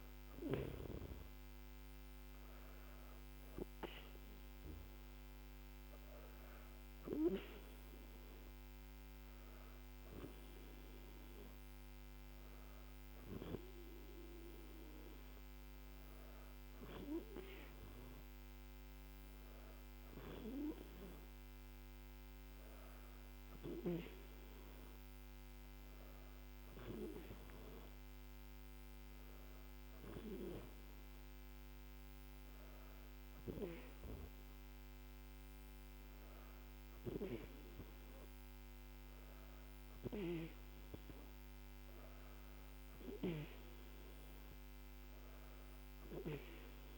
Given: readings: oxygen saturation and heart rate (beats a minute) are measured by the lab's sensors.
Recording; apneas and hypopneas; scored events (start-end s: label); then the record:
breathing in sleep by a microphone on the trachea; none
none scored
From the record:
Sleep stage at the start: N2 (light sleep); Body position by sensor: on the back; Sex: female